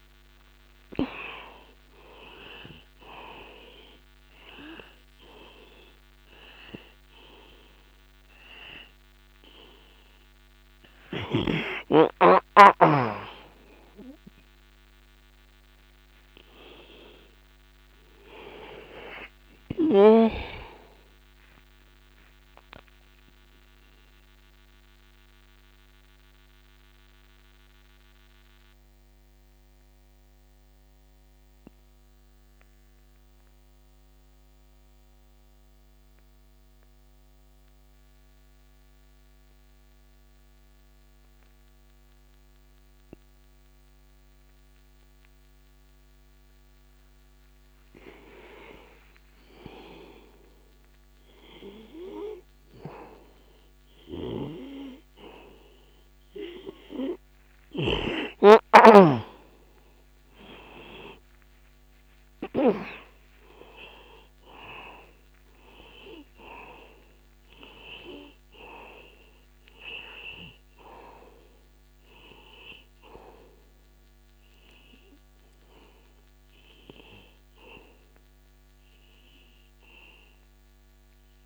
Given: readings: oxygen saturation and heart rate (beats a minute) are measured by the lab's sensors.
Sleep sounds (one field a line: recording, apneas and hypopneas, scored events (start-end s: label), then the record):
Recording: breathing in sleep by a microphone on the trachea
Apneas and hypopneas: 1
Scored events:
0.00-19.50 s: oxygen desaturation (device-marked, oxygen 88% lowest, heart rate 46 extreme)
17.50-21.00 s: arousal
22.50-48.50 s: mixed apnea (oxygen 95% before, 87% lowest, heart rate 65 before, 64 extreme, up 0 after)
51.00-55.50 s: arousal
57.50-81.46 s: oxygen desaturation (device-marked, oxygen 98% before, 87% lowest, heart rate 65 before, 63 extreme)
From the record:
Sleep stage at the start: N2 (light sleep)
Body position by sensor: on the back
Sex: male